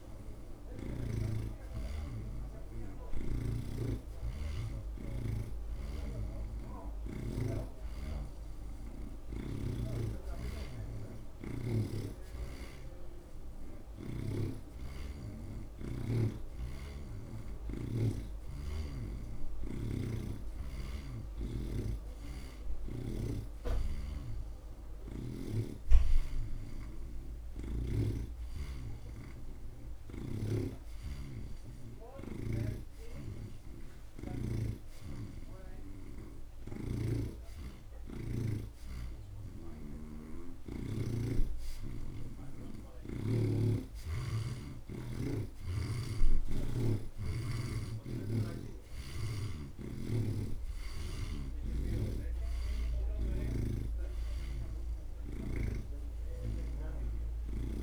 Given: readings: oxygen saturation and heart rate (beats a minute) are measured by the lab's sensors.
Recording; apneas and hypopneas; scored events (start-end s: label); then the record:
breathing in sleep by a room microphone; none
4.00-7.50 s: snoring (device-marked)
6.50-12.50 s: oxygen desaturation (device-marked, oxygen 85% before, 79% lowest)
19.50-23.50 s: snoring (device-marked)
30.50-34.50 s: snoring (device-marked)
39.00-42.50 s: snoring (device-marked)
47.50-57.83 s: oxygen desaturation (device-marked, oxygen 83% before, 80% lowest)
52.00-56.00 s: snoring (device-marked)
From the record:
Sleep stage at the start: N3 (deep sleep); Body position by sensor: on the right side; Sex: male